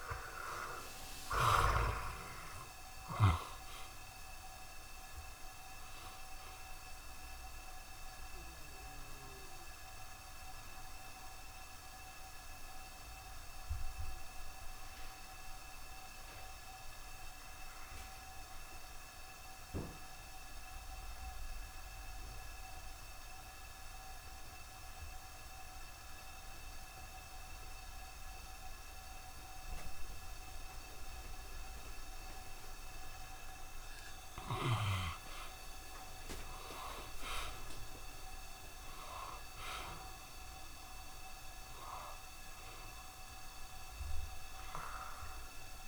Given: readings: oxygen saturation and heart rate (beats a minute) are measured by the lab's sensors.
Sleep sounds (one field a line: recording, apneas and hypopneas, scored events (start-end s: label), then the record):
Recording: breathing in sleep by a room microphone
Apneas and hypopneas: 1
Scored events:
0.00-2.00 s: arousal
0.00-26.50 s: oxygen desaturation (device-marked, oxygen 46% lowest, heart rate 78 extreme)
12.50-34.00 s: mixed apnea (oxygen 57% before, 46% lowest, heart rate 80 before, 76 extreme, up 5 after)
28.50-45.88 s: oxygen desaturation (device-marked, oxygen 91% before, 54% lowest, heart rate 80 before, 76 extreme)
36.00-40.50 s: arousal
From the record:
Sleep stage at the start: N2 (light sleep)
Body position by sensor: on the back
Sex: male